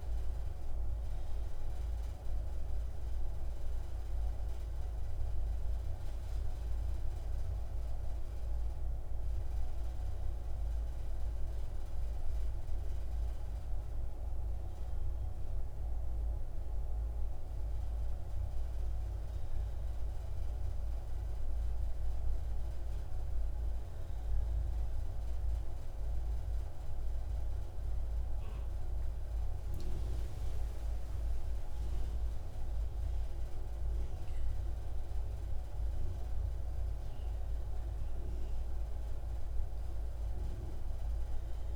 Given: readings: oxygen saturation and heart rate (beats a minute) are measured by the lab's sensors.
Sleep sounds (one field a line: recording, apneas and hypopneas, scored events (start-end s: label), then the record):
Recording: breathing in sleep, hard to hear, by a room microphone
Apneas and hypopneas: none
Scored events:
none scored
From the record:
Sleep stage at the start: N2 (light sleep)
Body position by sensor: on the right side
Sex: female